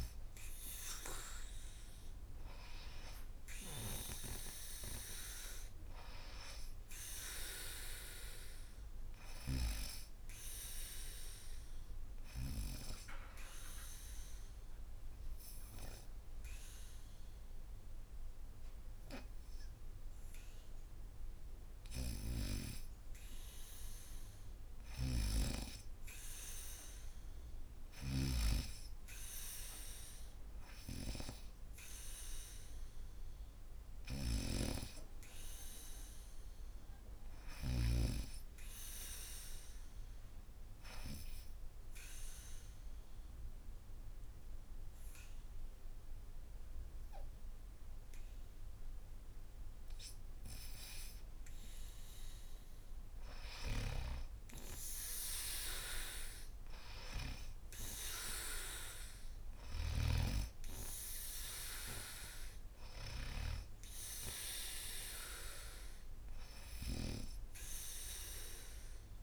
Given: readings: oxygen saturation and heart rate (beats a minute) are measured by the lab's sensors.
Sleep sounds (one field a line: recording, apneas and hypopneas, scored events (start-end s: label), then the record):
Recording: breathing in sleep by a room microphone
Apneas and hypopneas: 2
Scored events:
0.50-11.50 s: oxygen desaturation (device-marked, oxygen 98% before, 95% lowest, heart rate 78 before, 75 extreme)
11.00-22.00 s: obstructive apnea (oxygen 98% before, 90% lowest, heart rate 79 before, 75 extreme, up 0 after)
24.50-28.00 s: arousal
27.50-37.50 s: snoring (device-marked)
27.50-41.50 s: oxygen desaturation (device-marked, oxygen 98% before, 93% lowest, heart rate 79 before, 74 extreme)
39.00-50.00 s: obstructive apnea (oxygen 98% before, 90% lowest, heart rate 76 before, 74 extreme, up 2 after)
52.50-56.00 s: arousal
53.00-59.50 s: snoring (device-marked)
From the record:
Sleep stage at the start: N2 (light sleep)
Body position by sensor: on the back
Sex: female